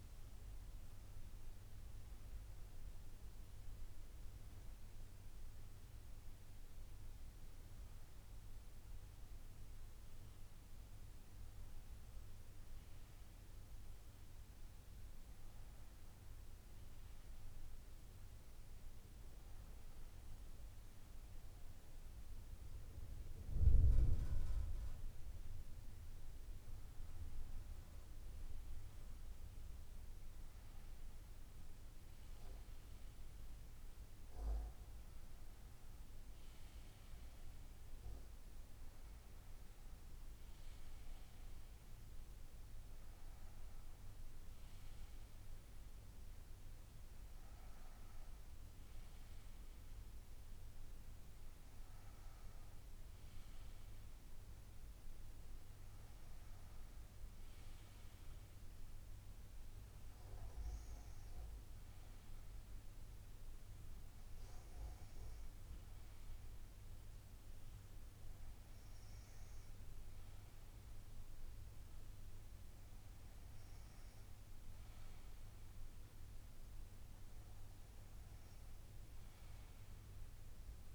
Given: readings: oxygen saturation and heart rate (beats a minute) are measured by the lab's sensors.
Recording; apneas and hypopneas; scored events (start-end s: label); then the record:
breathing in sleep, hard to hear, by a room microphone; none
48.50-80.95 s: new sleep stage, N2 (light sleep)
From the record:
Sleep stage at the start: N1 (lightest sleep); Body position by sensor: on the front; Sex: female